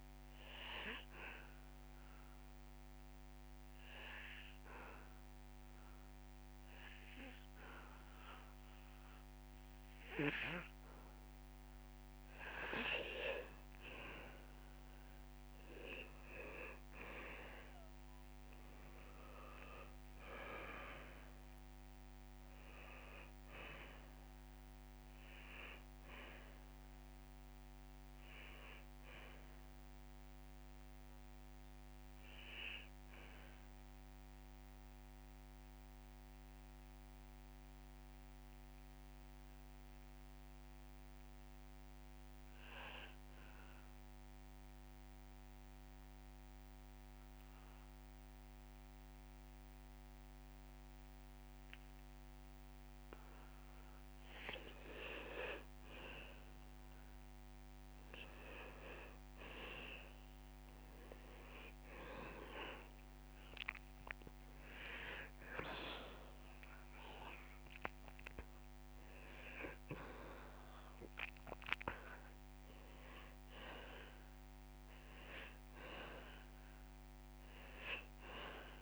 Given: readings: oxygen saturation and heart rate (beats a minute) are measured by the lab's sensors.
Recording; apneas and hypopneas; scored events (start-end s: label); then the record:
breathing in sleep by a microphone on the trachea; 2
0.00-1.00 s: long interval between heartbeats (device-marked)
0.00-5.00 s: drop in pulse transit time (device-marked)
0.00-52.00 s: oxygen desaturation (device-marked, oxygen 89% lowest)
0.50-12.50 s: obstructive apnea (oxygen 99% before, 89% lowest)
14.50-18.50 s: arousal
34.00-54.50 s: mixed apnea (oxygen 97% before, 89% lowest)
57.00-61.00 s: arousal
64.00-78.82 s: oxygen desaturation (device-marked, oxygen 99% before, 90% lowest)
68.00-70.00 s: long interval between heartbeats (device-marked)
76.00-78.00 s: long interval between heartbeats (device-marked)
From the record:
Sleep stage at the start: N2 (light sleep); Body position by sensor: on the back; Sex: male